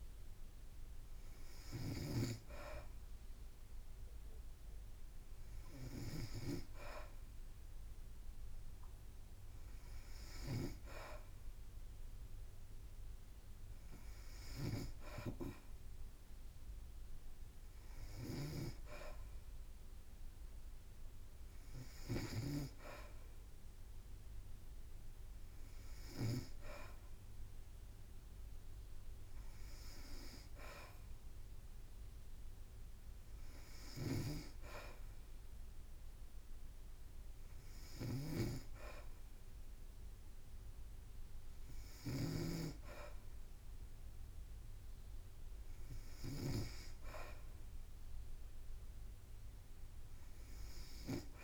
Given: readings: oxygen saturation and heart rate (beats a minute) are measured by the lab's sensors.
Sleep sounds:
breathing in sleep by a room microphone; none
0.00-10.50 s: snoring (device-marked)
18.00-26.50 s: snoring (device-marked)
33.50-46.50 s: snoring (device-marked)
From the record:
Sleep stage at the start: N2 (light sleep); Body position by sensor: on the back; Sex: female

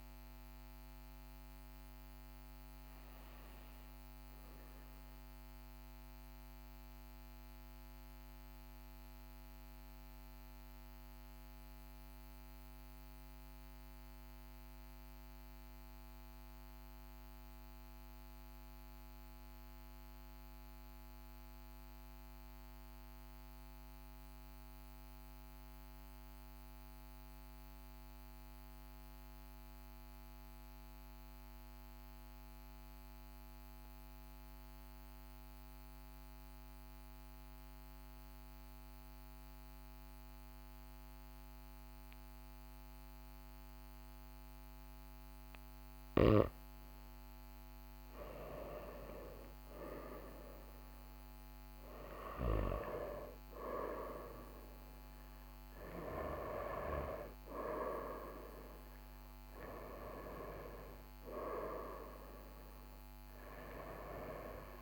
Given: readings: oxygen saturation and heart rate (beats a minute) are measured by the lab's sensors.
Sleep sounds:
breathing in sleep by a microphone on the trachea; 1
0.00-9.50 s: oxygen desaturation (device-marked, oxygen 92% lowest, heart rate 39 extreme)
6.00-46.50 s: mixed apnea (oxygen 96% before, 92% lowest, heart rate 42 before, 39 extreme, up 2 after)
48.00-51.50 s: arousal
From the record:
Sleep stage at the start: N2 (light sleep); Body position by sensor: on the back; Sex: male

